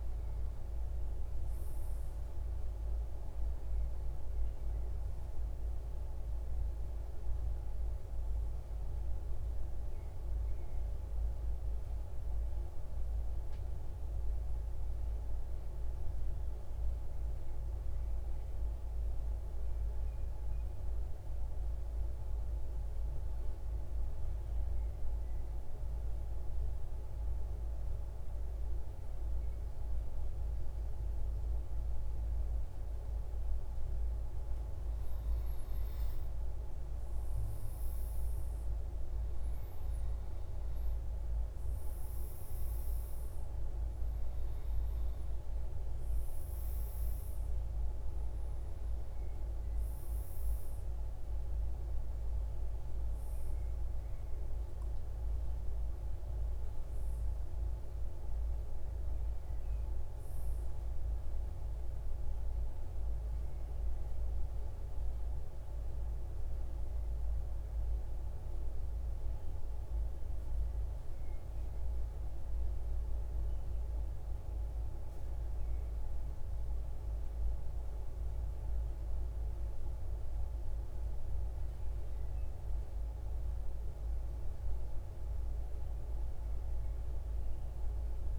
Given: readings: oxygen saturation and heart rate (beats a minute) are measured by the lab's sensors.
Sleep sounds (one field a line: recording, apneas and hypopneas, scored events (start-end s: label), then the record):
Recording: breathing in sleep, hard to hear, by a room microphone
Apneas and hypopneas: 2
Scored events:
19.50-33.50 s: central apnea (oxygen 98% before, 93% lowest, heart rate 150 before, 67 extreme, up 17 after)
34.00-58.00 s: oxygen desaturation (device-marked, oxygen 98% before, 93% lowest, heart rate 108 before, 67 extreme)
35.00-39.50 s: arousal
63.00-76.50 s: central apnea (oxygen 98% before, 94% lowest, heart rate 104 before, 58 extreme, up 31 after)
80.00-84.00 s: arousal
80.00-88.39 s: new sleep stage, N2 (light sleep)
From the record:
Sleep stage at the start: N1 (lightest sleep)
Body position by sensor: on the right side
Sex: male